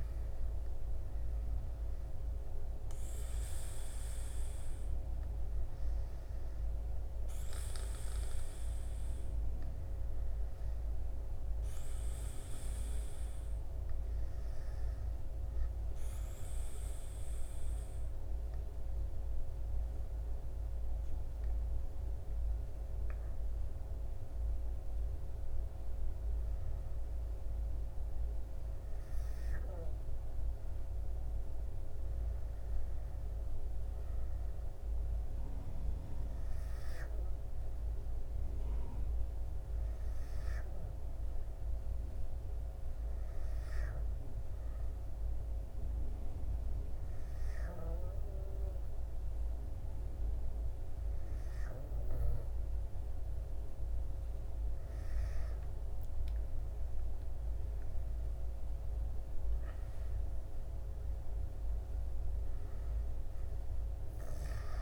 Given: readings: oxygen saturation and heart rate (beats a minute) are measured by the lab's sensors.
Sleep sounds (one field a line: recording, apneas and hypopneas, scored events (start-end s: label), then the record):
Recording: breathing in sleep, hard to hear, by a room microphone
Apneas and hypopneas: 2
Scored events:
11.50-23.00 s: hypopnea (oxygen 97% before, 92% lowest, heart rate 68 before, 63 extreme, up 10 after)
24.00-28.00 s: arousal
44.50-55.00 s: hypopnea (oxygen 97% before, 90% lowest, heart rate 68 before, 61 extreme, up 15 after)
56.50-60.50 s: arousal
63.50-64.82 s: oxygen desaturation (device-marked, oxygen 97% before, 93% lowest, heart rate 72 before, 61 extreme)
From the record:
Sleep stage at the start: N2 (light sleep)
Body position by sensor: on the back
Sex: male